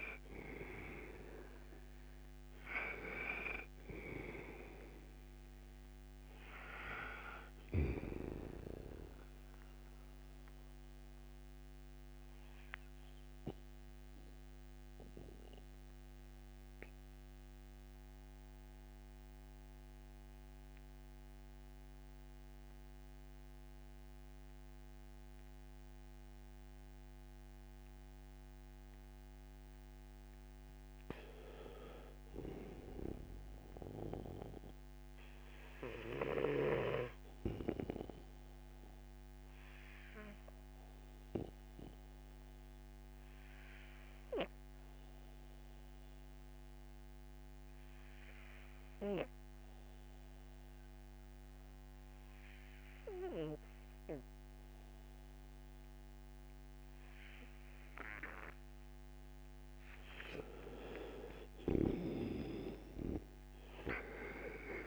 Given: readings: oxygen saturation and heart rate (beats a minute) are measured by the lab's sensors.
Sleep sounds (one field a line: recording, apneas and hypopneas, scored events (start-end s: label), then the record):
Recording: breathing in sleep by a microphone on the trachea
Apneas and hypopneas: 2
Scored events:
0.00-31.00 s: oxygen desaturation (device-marked, oxygen 85% lowest, heart rate 58 extreme)
8.50-28.50 s: obstructive apnea (oxygen 98% before, 85% lowest, heart rate 68 before, 58 extreme, up 5 after)
31.50-36.00 s: arousal
44.00-58.00 s: oxygen desaturation (device-marked, oxygen 98% before, 91% lowest, heart rate 61 before, 59 extreme)
47.00-59.50 s: obstructive apnea (oxygen 98% before, 84% lowest, heart rate 61 before, 59 extreme, up 8 after)
60.50-64.87 s: arousal
From the record:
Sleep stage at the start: N2 (light sleep)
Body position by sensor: on the right side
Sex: male